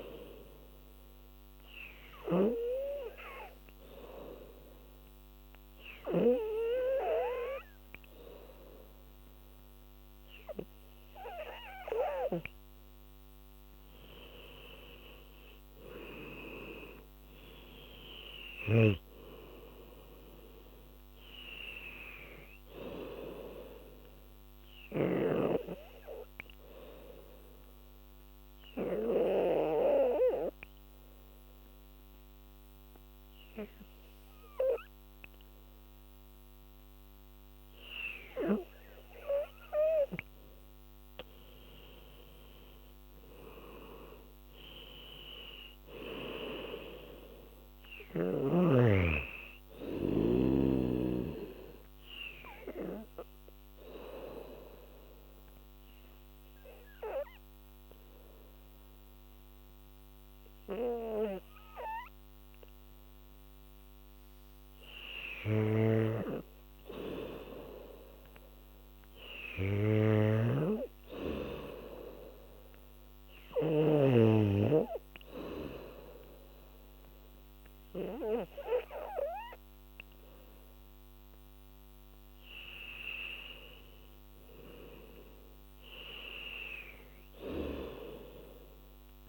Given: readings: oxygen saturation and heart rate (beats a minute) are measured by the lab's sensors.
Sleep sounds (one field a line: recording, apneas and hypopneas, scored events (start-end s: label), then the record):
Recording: breathing in sleep by a microphone on the trachea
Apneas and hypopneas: 3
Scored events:
0.00-1.00 s: oxygen desaturation (device-marked, oxygen 91% lowest, heart rate 77 extreme)
2.00-12.50 s: obstructive apnea (oxygen 97% before, 90% lowest, heart rate 81 before, 74 extreme, up 9 after)
14.50-18.00 s: arousal
17.00-36.00 s: oxygen desaturation (device-marked, oxygen 95% before, 92% lowest, heart rate 81 before, 74 extreme)
27.00-38.00 s: obstructive apnea (oxygen 96% before, 90% lowest, heart rate 84 before, 76 extreme, up 8 after)
38.00-59.00 s: oxygen desaturation (device-marked, oxygen 99% before, 90% lowest, heart rate 80 before, 76 extreme)
40.50-43.50 s: arousal
54.00-65.00 s: obstructive apnea (oxygen 99% before, 90% lowest, heart rate 80 before, 79 extreme, up 4 after)
65.50-74.00 s: snoring (device-marked)
66.50-70.00 s: arousal
72.00-81.00 s: oxygen desaturation (device-marked, oxygen 98% before, 90% lowest, heart rate 79 before, 72 extreme)
83.50-87.00 s: arousal
From the record:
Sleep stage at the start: N2 (light sleep)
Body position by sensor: on the back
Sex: female